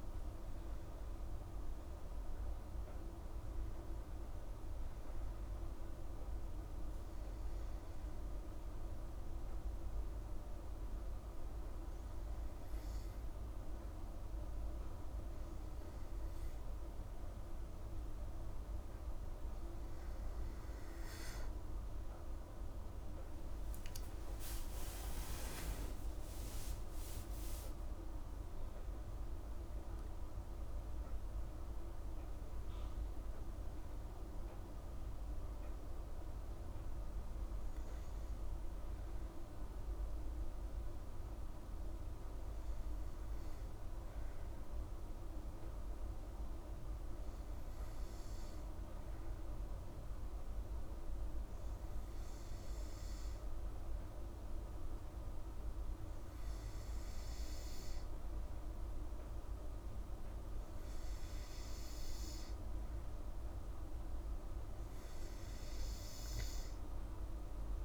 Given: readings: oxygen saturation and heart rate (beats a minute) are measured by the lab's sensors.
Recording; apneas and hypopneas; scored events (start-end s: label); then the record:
breathing in sleep, hard to hear, by a room microphone; 2
9.50-20.00 s: hypopnea (oxygen 97% before, 92% lowest, heart rate 81 before, 49 extreme, up 22 after)
22.50-29.50 s: arousal
26.50-49.50 s: oxygen desaturation (device-marked, oxygen 97% before, 94% lowest, heart rate 72 before, 49 extreme)
42.00-62.00 s: hypopnea (oxygen 97% before, 92% lowest, heart rate 73 before, 56 extreme, up 37 after)
62.50-67.85 s: oxygen desaturation (device-marked, oxygen 96% before, 92% lowest, heart rate 69 before, 46 extreme)
63.50-67.50 s: arousal
From the record:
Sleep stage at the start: N2 (light sleep); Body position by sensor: on the back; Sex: female